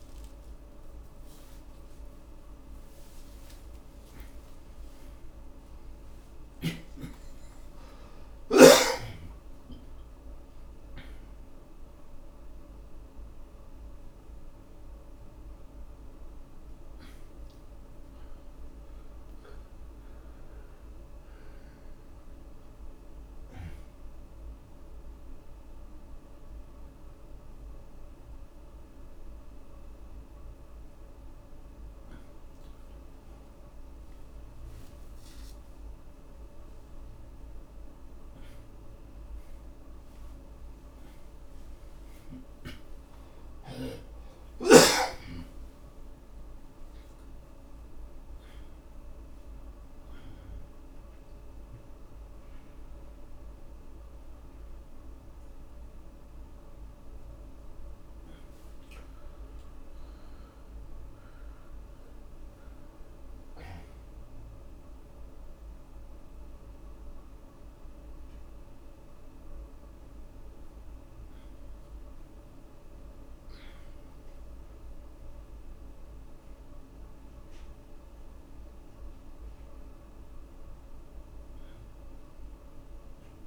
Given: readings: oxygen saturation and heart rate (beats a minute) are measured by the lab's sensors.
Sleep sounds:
a person awake in a sleep study, hard to hear, by a room microphone; none
46.00-65.00 s: oxygen desaturation (device-marked, oxygen 96% before, 91% lowest, heart rate 89 before, 63 extreme)
From the record:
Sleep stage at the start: awake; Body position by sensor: upright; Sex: male

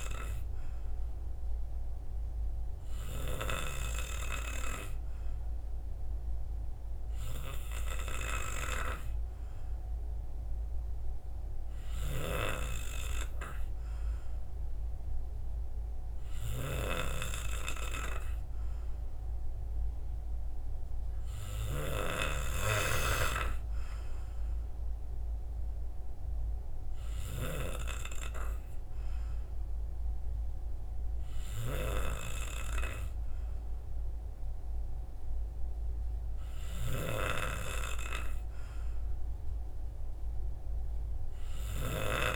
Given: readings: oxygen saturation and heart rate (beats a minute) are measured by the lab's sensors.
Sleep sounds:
breathing in sleep by a room microphone; none
none scored
From the record:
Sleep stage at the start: N2 (light sleep); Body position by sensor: on the right side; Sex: male

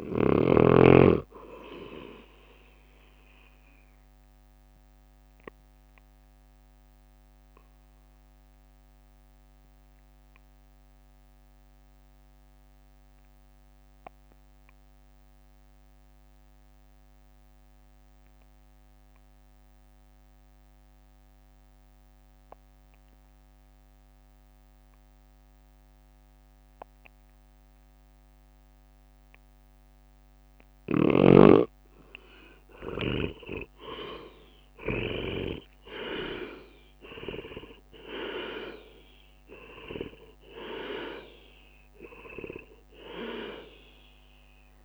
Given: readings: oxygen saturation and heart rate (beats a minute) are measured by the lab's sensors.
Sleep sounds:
breathing in sleep by a microphone on the trachea; 1
0.00-8.00 s: drop in pulse transit time (device-marked, heart rate 54 extreme)
5.50-29.50 s: obstructive apnea (oxygen 100% before, 86% lowest, heart rate 58 before, 52 extreme, up 17 after)
31.00-44.85 s: oxygen desaturation (device-marked, oxygen 97% before, 86% lowest, heart rate 54 before, 54 extreme)
32.00-36.00 s: arousal
34.00-44.85 s: drop in pulse transit time (device-marked, heart rate 55 before, 59 extreme)
From the record:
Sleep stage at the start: N2 (light sleep); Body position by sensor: on the right side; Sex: male

